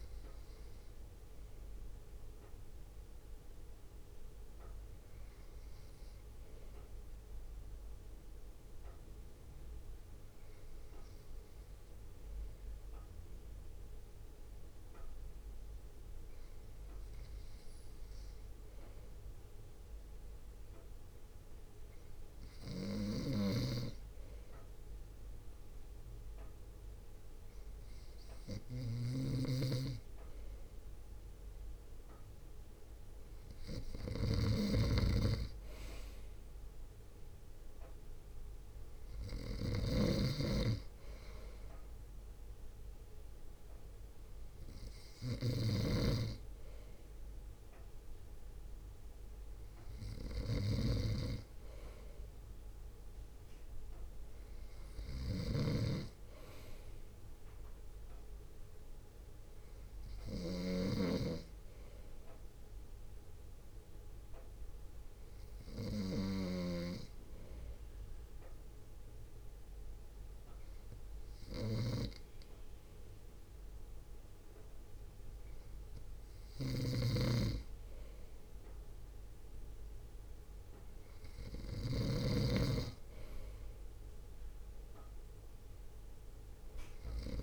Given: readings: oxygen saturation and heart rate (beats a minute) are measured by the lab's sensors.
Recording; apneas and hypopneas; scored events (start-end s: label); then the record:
breathing in sleep by a room microphone; 2
0.00-1.00 s: drop in pulse transit time (device-marked, heart rate 52 extreme)
6.00-24.50 s: hypopnea (oxygen 96% before, 94% lowest, heart rate 59 before, 54 extreme, up 4 after)
23.00-87.42 s: snoring (device-marked)
25.50-29.00 s: arousal
36.00-48.00 s: drop in pulse transit time (device-marked, heart rate 58 before, 54 extreme)
61.50-76.50 s: hypopnea (oxygen 96% before, 95% lowest, heart rate 57 before, 52 extreme, up 2 after)
76.00-87.42 s: drop in pulse transit time (device-marked, heart rate 58 before, 52 extreme)
79.00-82.50 s: arousal
From the record:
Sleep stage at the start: N2 (light sleep); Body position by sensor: on the front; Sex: male